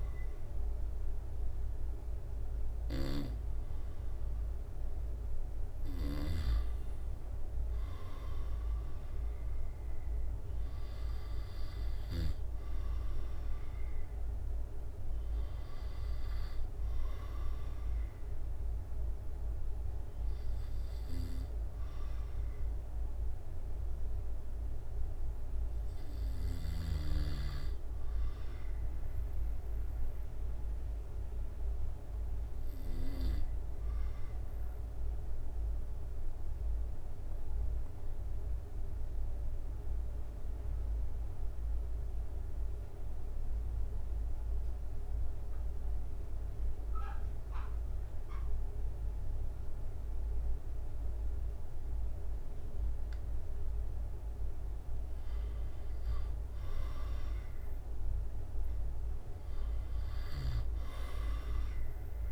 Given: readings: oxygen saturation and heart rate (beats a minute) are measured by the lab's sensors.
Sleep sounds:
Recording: breathing in sleep, hard to hear, by a room microphone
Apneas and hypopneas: 1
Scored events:
29.50-52.50 s: obstructive apnea (oxygen 97% before, 93% lowest, heart rate 67 before, 65 extreme, up 3 after)
53.00-56.00 s: arousal
56.00-62.32 s: drop in pulse transit time (device-marked, heart rate 67 before, 66 extreme)
From the record:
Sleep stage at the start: N2 (light sleep)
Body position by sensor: on the back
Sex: male

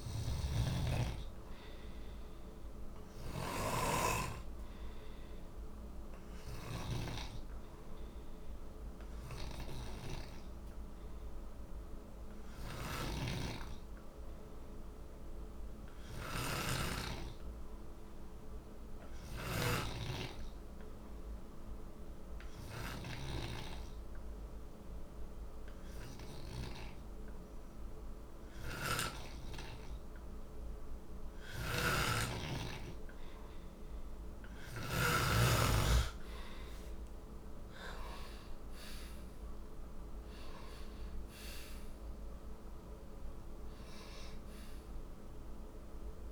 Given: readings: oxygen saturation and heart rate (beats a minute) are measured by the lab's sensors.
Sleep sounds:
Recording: breathing in sleep by a room microphone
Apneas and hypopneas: 1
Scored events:
0.00-3.50 s: snoring (device-marked)
6.00-29.00 s: hypopnea (heart rate 59 before, 53 extreme, up 1 after)
12.50-19.50 s: snoring (device-marked)
31.00-35.00 s: snoring (device-marked)
37.50-42.50 s: arousal
From the record:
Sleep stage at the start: N2 (light sleep)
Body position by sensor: on the back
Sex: male

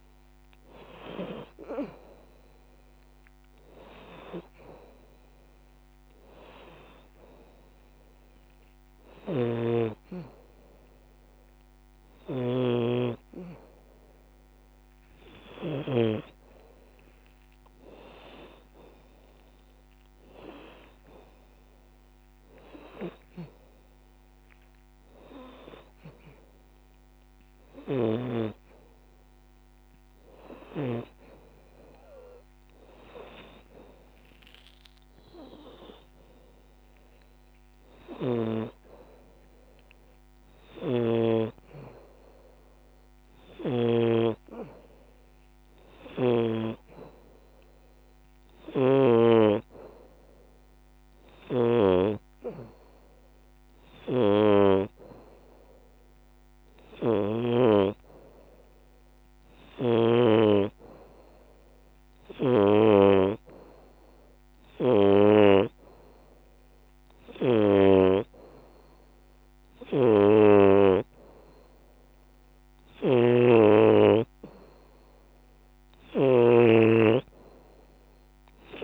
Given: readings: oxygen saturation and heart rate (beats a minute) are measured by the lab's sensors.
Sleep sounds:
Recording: breathing in sleep by a microphone on the trachea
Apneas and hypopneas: none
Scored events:
18.00-26.00 s: drop in pulse transit time (device-marked, heart rate 91 before, 91 extreme)
From the record:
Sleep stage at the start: N2 (light sleep)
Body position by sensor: upright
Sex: female

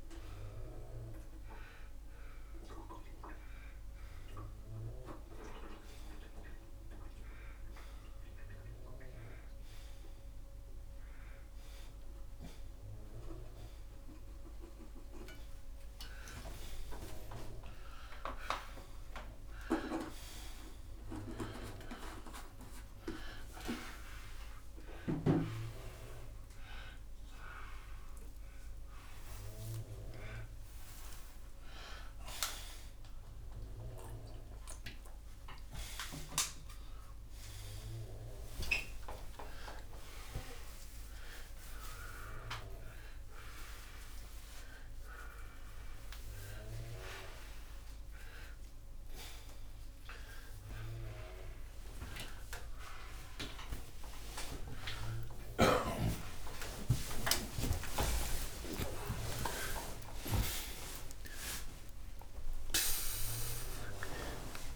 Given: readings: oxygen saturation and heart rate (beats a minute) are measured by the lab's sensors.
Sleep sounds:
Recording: a person awake in a sleep study, by a room microphone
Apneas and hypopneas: none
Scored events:
0.00-13.50 s: oxygen desaturation (device-marked, oxygen 86% lowest, heart rate 95 extreme)
32.50-44.50 s: oxygen desaturation (device-marked, oxygen 89% before, 84% lowest, heart rate 120 before, 62 extreme)
55.00-58.50 s: snoring (device-marked)
From the record:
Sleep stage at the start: awake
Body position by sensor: on the back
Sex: male

